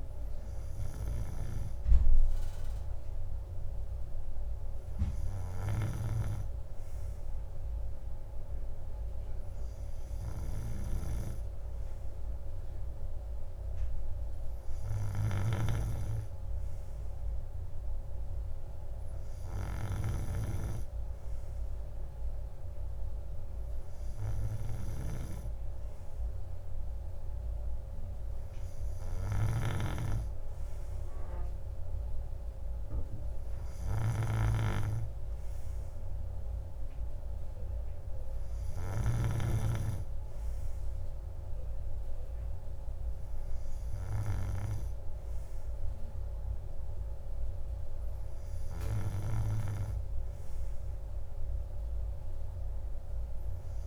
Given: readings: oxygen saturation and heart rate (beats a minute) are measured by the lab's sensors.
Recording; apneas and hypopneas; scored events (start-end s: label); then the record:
breathing in sleep by a room microphone; none
none scored
From the record:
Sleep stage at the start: N2 (light sleep); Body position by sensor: on the right side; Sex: male